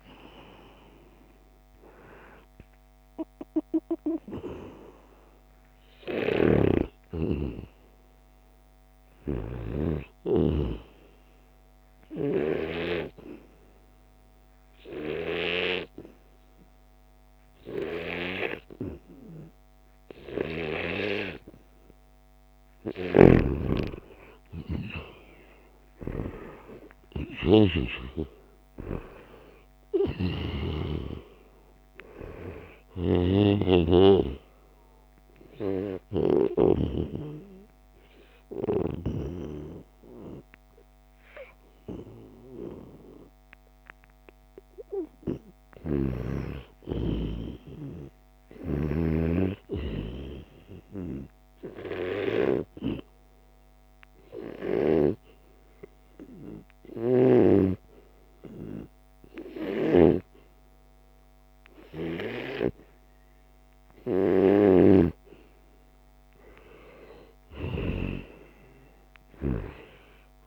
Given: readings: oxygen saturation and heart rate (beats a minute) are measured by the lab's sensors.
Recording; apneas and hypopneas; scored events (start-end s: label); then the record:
a person partly awake in a sleep study, by a microphone on the trachea; 3
6.00-10.50 s: snoring (device-marked)
7.50-70.47 s: new sleep stage, N2 (light sleep)
11.50-22.50 s: obstructive apnea (oxygen 97% before, 90% lowest, heart rate 83 before, 78 extreme, up 1 after)
19.50-44.50 s: oxygen desaturation (device-marked, oxygen 96% before, 90% lowest, heart rate 80 before, 76 extreme)
24.50-28.50 s: arousal
30.00-37.00 s: snoring (device-marked)
33.50-44.50 s: obstructive apnea (oxygen 96% before, 90% lowest, heart rate 82 before, 76 extreme)
45.50-49.00 s: snoring (device-marked)
46.50-50.00 s: arousal
53.00-65.50 s: obstructive apnea (oxygen 96% before, 90% lowest, heart rate 82 before, 78 extreme, up 3 after)
68.00-70.47 s: arousal
From the record:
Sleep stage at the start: awake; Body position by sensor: on the back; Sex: male